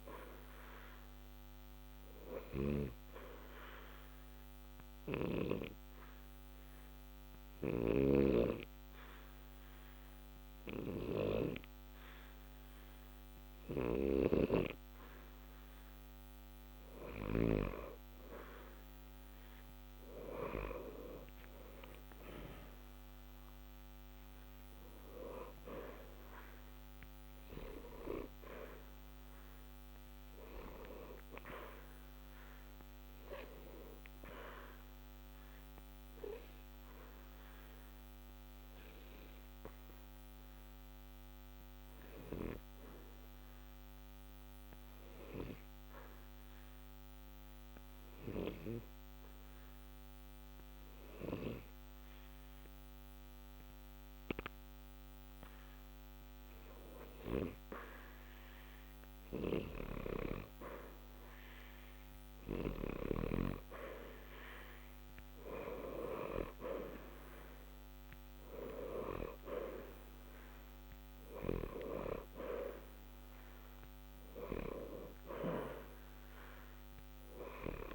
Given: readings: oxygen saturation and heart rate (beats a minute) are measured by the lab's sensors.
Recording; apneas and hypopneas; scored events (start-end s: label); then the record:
breathing in sleep by a microphone on the trachea; 2
2.00-14.50 s: obstructive apnea (oxygen 90% before, 88% lowest, heart rate 60 before, 60 extreme, up 2 after)
16.00-19.50 s: arousal
35.00-55.00 s: obstructive apnea (oxygen 91% before, 87% lowest, heart rate 61 before, 60 extreme, up 0 after)
42.50-54.50 s: oxygen desaturation (device-marked, oxygen 91% before, 88% lowest, heart rate 60 before, 60 extreme)
57.50-60.50 s: arousal
72.50-77.95 s: oxygen desaturation (device-marked, oxygen 93% before, 87% lowest, heart rate 60 before, 60 extreme)
From the record:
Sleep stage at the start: N2 (light sleep); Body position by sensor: on the back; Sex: male